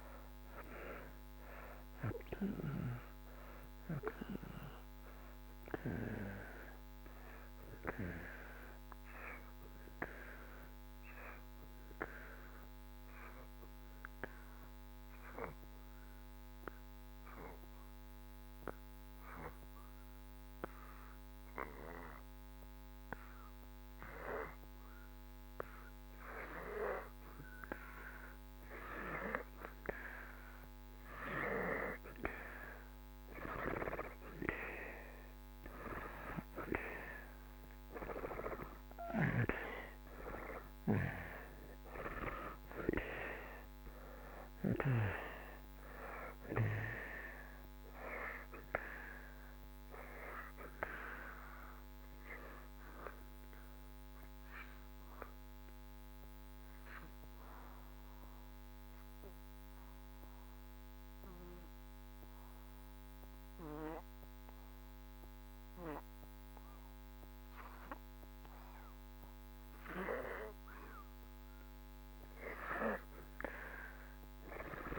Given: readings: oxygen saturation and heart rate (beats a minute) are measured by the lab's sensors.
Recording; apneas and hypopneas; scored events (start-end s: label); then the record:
breathing in sleep by a microphone on the trachea; 2
0.00-1.50 s: oxygen desaturation (device-marked, oxygen 86% lowest)
9.50-27.00 s: obstructive apnea (oxygen 93% before, 83% lowest)
29.50-35.00 s: arousal
37.50-65.50 s: oxygen desaturation (device-marked, oxygen 96% before, 83% lowest)
54.00-70.50 s: obstructive apnea (oxygen 96% before, 80% lowest)
73.00-74.99 s: arousal
From the record:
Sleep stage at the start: N2 (light sleep); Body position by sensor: on the back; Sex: male